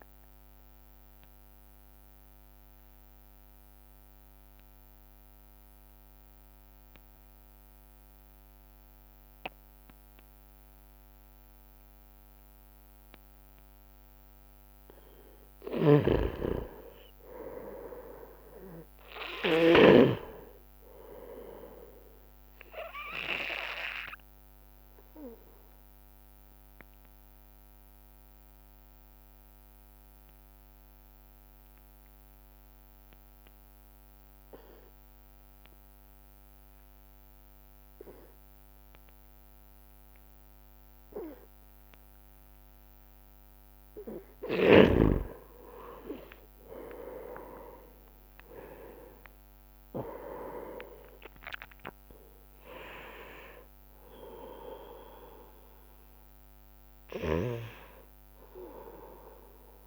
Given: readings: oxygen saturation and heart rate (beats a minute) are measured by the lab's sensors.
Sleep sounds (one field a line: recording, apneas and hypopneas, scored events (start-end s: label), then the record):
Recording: breathing in sleep by a microphone on the trachea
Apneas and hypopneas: 2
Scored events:
1.00-15.00 s: oxygen desaturation (device-marked, oxygen 98% before, 92% lowest)
1.50-15.00 s: obstructive apnea (oxygen 98% before, 88% lowest)
16.00-20.50 s: snoring (device-marked)
17.50-21.00 s: arousal
25.00-42.50 s: obstructive apnea (oxygen 98% before, 88% lowest)
45.50-50.00 s: arousal
51.00-58.00 s: oxygen desaturation (device-marked, oxygen 97% before, 92% lowest)
From the record:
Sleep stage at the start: N2 (light sleep)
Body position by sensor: on the right side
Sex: male